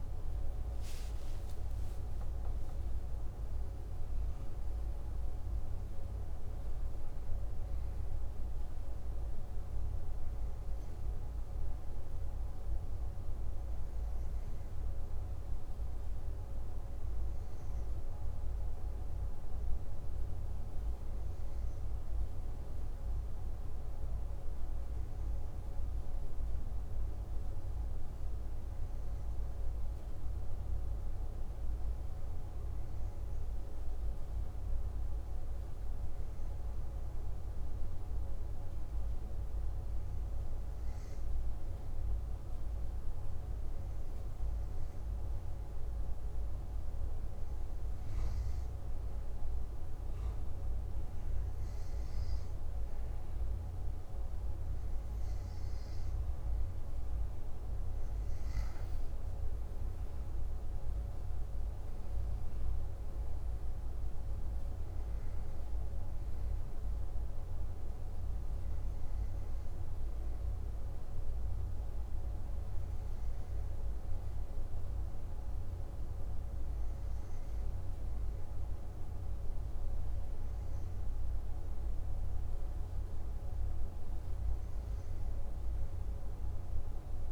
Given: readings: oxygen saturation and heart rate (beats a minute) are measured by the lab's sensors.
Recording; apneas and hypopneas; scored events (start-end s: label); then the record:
breathing in sleep, hard to hear, by a room microphone; 1
0.00-3.50 s: arousal
20.00-53.50 s: hypopnea (oxygen 96% before, 95% lowest, heart rate 59 before, 49 extreme, up 6 after)
57.50-63.00 s: arousal
From the record:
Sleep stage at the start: N2 (light sleep); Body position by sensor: on the back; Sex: male